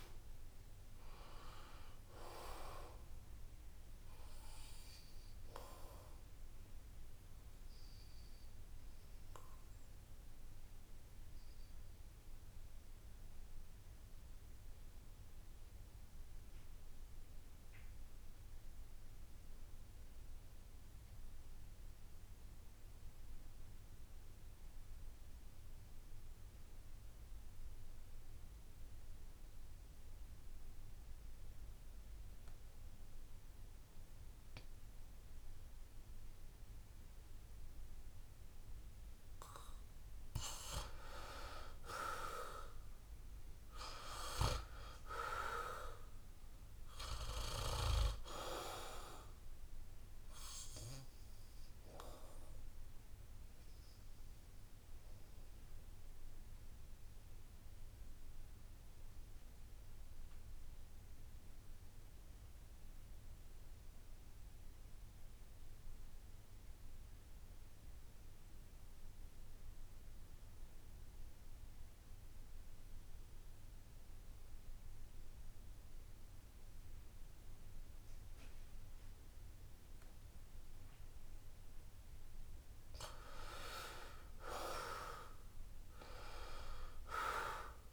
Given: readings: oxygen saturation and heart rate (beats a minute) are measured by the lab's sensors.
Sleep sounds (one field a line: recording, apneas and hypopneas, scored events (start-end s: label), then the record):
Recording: breathing in sleep by a room microphone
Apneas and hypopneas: 2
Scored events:
0.00-19.50 s: oxygen desaturation (device-marked, oxygen 78% lowest, heart rate 62 extreme)
9.00-39.50 s: obstructive apnea (oxygen 94% before, 77% lowest, heart rate 74 before, 63 extreme, up 3 after)
31.50-64.50 s: oxygen desaturation (device-marked, oxygen 97% before, 77% lowest, heart rate 65 before, 64 extreme)
43.00-46.50 s: arousal
56.00-82.00 s: obstructive apnea (oxygen 96% before, 77% lowest, heart rate 72 before, 64 extreme, up 17 after)
77.50-87.93 s: oxygen desaturation (device-marked, oxygen 96% before, 80% lowest, heart rate 66 before, 63 extreme)
83.50-85.50 s: long interval between heartbeats (device-marked, heart rate 68 before, 80 extreme)
From the record:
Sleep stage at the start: N2 (light sleep)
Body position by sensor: on the back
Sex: male